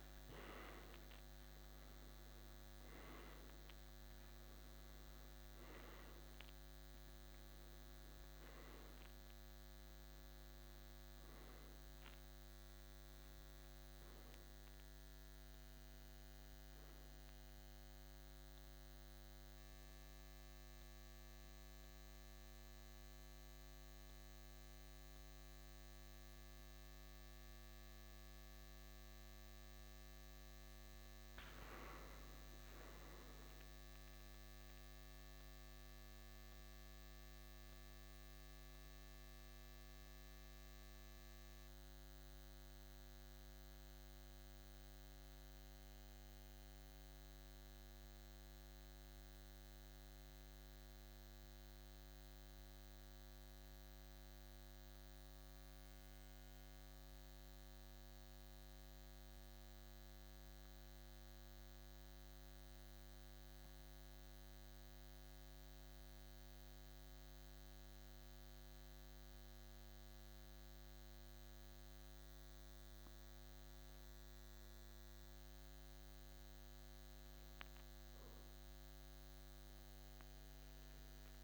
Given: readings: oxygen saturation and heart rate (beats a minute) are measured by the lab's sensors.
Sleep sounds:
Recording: breathing in sleep, hard to hear, by a microphone on the trachea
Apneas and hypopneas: 1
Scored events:
0.00-6.50 s: oxygen desaturation (device-marked, oxygen 92% lowest, heart rate 53 extreme)
5.50-35.50 s: new sleep stage, N1 (lightest sleep)
17.50-38.50 s: oxygen desaturation (device-marked, oxygen 93% before, 86% lowest, heart rate 75 before, 52 extreme)
29.50-34.00 s: arousal
35.50-81.44 s: new sleep stage, N2 (light sleep)
37.00-73.50 s: central apnea (oxygen 93% before, 90% lowest, heart rate 54 before, 51 extreme, up 0 after)
76.50-81.00 s: arousal
From the record:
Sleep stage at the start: N2 (light sleep)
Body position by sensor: on the back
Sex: male

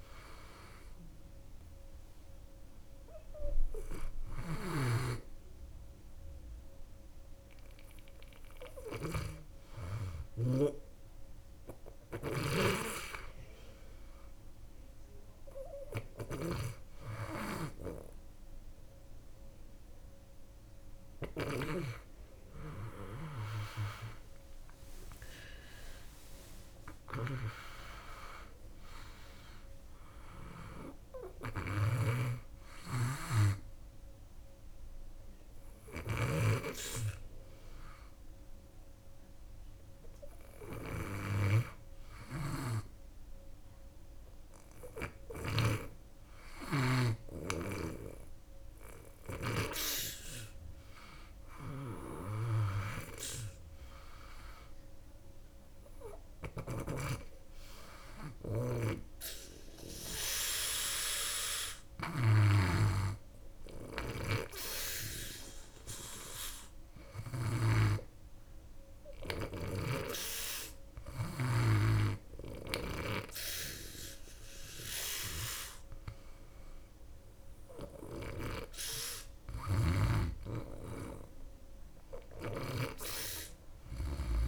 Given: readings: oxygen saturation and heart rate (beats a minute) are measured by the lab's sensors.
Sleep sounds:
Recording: breathing in sleep by a room microphone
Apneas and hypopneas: none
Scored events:
4.00-45.00 s: snoring (device-marked)
56.50-71.00 s: snoring (device-marked)
77.50-84.48 s: snoring (device-marked)
From the record:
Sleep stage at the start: N2 (light sleep)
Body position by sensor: on the back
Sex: female

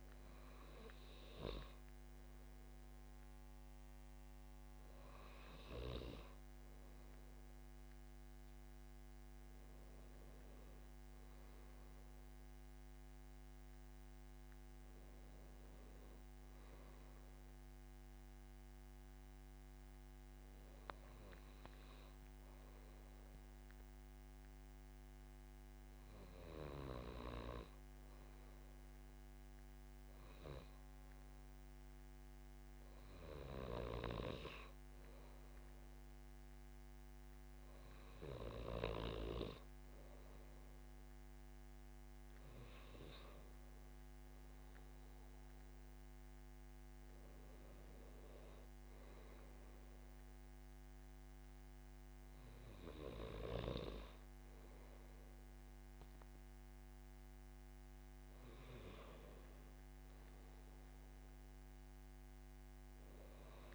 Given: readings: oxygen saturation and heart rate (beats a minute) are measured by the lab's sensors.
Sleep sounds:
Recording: breathing in sleep by a microphone on the trachea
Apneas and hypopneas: none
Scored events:
none scored
From the record:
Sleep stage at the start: N2 (light sleep)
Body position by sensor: on the back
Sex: male

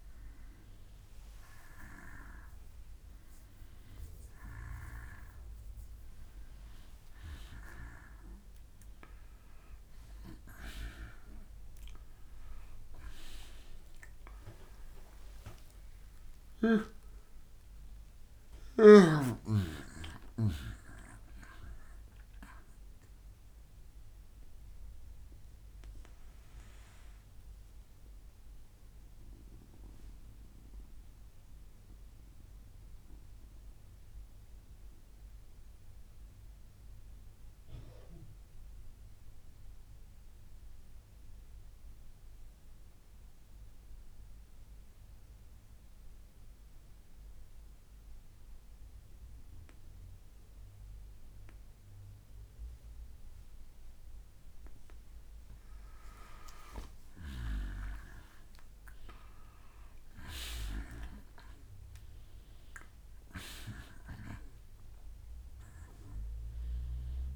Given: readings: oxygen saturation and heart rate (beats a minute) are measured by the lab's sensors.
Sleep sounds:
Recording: breathing in sleep by a room microphone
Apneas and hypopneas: 1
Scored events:
0.00-20.50 s: oxygen desaturation (device-marked, oxygen 90% lowest, heart rate 61 extreme)
13.00-17.50 s: arousal
22.00-53.00 s: mixed apnea (oxygen 95% before, 88% lowest, heart rate 64 before, 61 extreme, up 3 after)
49.50-67.36 s: oxygen desaturation (device-marked, oxygen 97% before, 88% lowest, heart rate 62 before, 59 extreme)
56.00-60.50 s: arousal
From the record:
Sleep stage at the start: N2 (light sleep)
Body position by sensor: on the back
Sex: male

